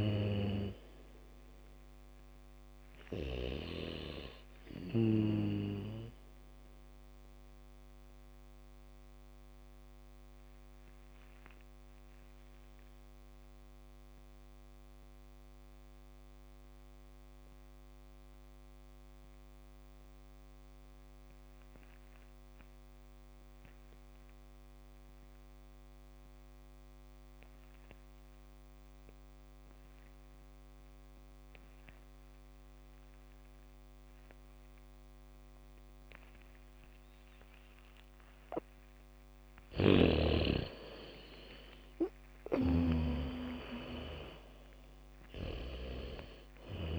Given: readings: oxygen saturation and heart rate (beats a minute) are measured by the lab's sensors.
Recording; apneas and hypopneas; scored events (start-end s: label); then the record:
breathing in sleep by a microphone on the trachea; 1
0.00-20.50 s: oxygen desaturation (device-marked, oxygen 82% lowest, heart rate 35 extreme)
9.00-38.00 s: obstructive apnea (oxygen 98% before, 79% lowest, heart rate 63 before, 35 extreme)
31.50-46.99 s: oxygen desaturation (device-marked, oxygen 99% before, 79% lowest, heart rate 72 before, 35 extreme)
36.50-46.50 s: bradycardia (device-marked, heart rate 70 before, 35 extreme)
40.00-46.99 s: snoring (device-marked)
40.50-46.50 s: arousal
From the record:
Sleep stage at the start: N2 (light sleep); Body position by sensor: on the back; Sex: female